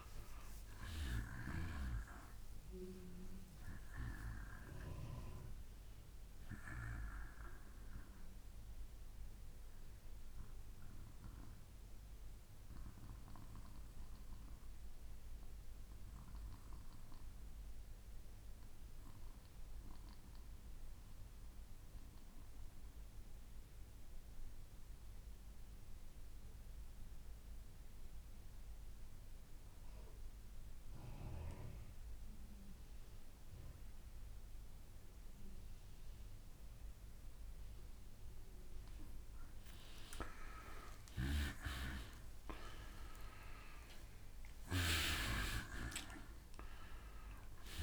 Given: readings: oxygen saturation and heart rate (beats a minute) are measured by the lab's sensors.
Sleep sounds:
breathing in sleep by a room microphone; 1
0.00-6.00 s: oxygen desaturation (device-marked, oxygen 91% lowest, heart rate 57 extreme)
7.00-28.00 s: bradycardia (device-marked, heart rate 65 before, 57 extreme)
9.00-37.00 s: obstructive apnea (oxygen 95% before, 85% lowest, heart rate 62 before, 57 extreme, up 4 after)
28.00-44.00 s: oxygen desaturation (device-marked, oxygen 96% before, 89% lowest, heart rate 58 before, 59 extreme)
42.00-46.50 s: arousal
From the record:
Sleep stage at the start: N2 (light sleep); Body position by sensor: on the back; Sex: male

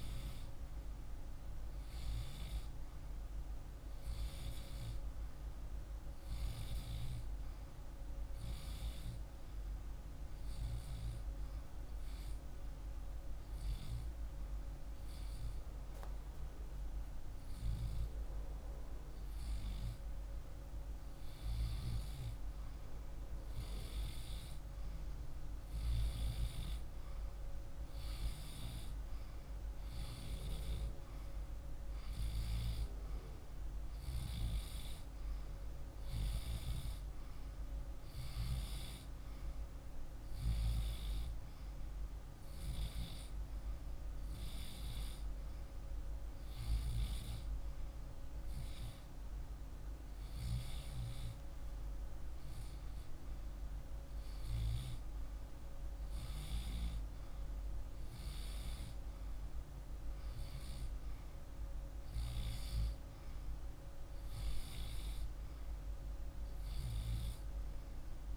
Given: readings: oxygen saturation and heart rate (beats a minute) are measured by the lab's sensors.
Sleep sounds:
breathing in sleep, hard to hear, by a room microphone; 2
0.00-8.00 s: oxygen desaturation (device-marked, oxygen 95% lowest, heart rate 50 extreme)
9.50-21.00 s: hypopnea (oxygen 98% before, 95% lowest, heart rate 50 before, 50 extreme, up 2 after)
26.50-30.00 s: arousal
31.00-42.00 s: oxygen desaturation (device-marked, oxygen 98% before, 95% lowest, heart rate 51 before, 50 extreme)
42.00-53.50 s: hypopnea (oxygen 98% before, 95% lowest, heart rate 50 before, 50 extreme, up 1 after)
55.50-59.50 s: arousal
From the record:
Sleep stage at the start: REM sleep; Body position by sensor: on the left side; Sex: male

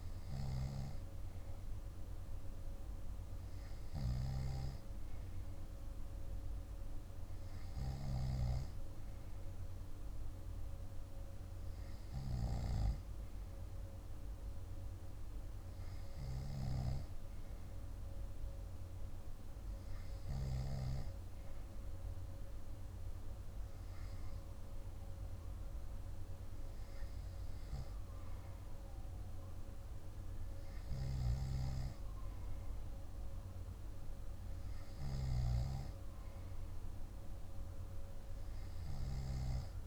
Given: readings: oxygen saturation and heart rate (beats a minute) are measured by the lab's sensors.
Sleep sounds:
breathing in sleep by a room microphone; none
none scored
From the record:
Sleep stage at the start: N2 (light sleep); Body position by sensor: on the back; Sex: male

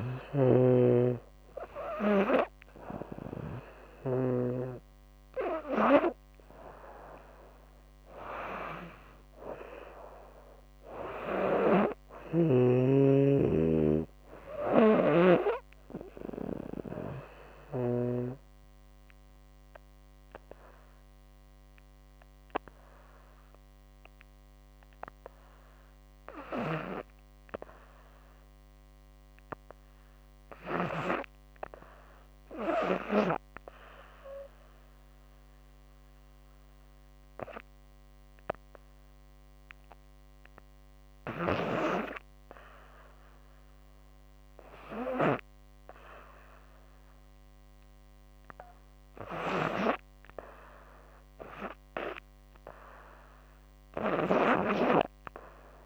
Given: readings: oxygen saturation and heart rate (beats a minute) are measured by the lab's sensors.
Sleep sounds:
breathing in sleep by a microphone on the trachea; 1
0.00-3.50 s: snoring (device-marked)
0.00-5.50 s: oxygen desaturation (device-marked, oxygen 93% lowest, heart rate 66 extreme)
13.00-17.50 s: snoring (device-marked)
16.00-40.50 s: hypopnea (oxygen 99% before, 89% lowest, heart rate 81 before, 64 extreme, up 1 after)
43.00-46.50 s: arousal
48.50-55.86 s: snoring (device-marked)
From the record:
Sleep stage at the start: N2 (light sleep); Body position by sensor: on the back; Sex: female

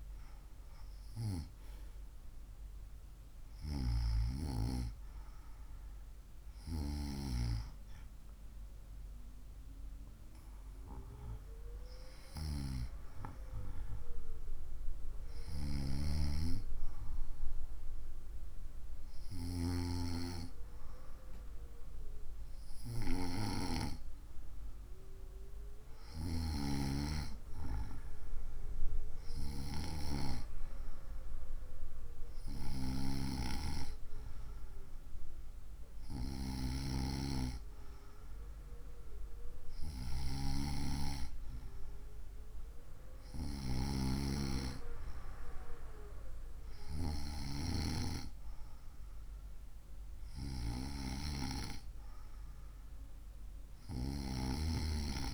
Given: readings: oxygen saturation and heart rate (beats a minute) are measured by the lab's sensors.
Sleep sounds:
breathing in sleep by a room microphone; none
none scored
From the record:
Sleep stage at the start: N2 (light sleep); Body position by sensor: on the right side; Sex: female

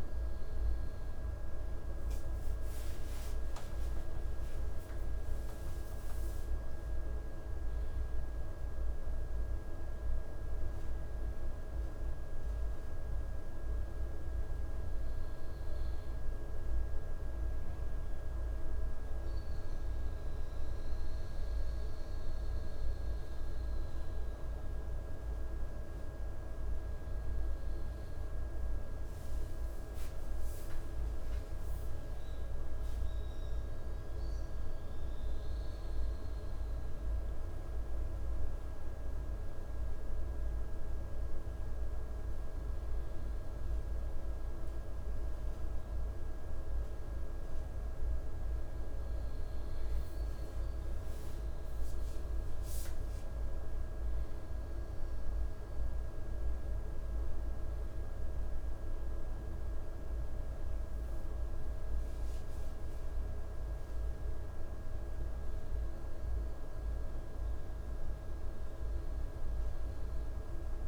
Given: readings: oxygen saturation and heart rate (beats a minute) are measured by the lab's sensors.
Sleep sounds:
breathing in sleep, hard to hear, by a room microphone; 2
6.00-9.50 s: arousal
13.50-26.50 s: hypopnea (oxygen 97% before, 96% lowest, heart rate 62 before, 58 extreme, up 6 after)
30.00-34.50 s: arousal
41.00-51.50 s: hypopnea (oxygen 97% before, 96% lowest, heart rate 62 before, 58 extreme, up 8 after)
54.00-57.50 s: arousal
From the record:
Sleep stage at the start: N2 (light sleep); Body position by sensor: on the left side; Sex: male

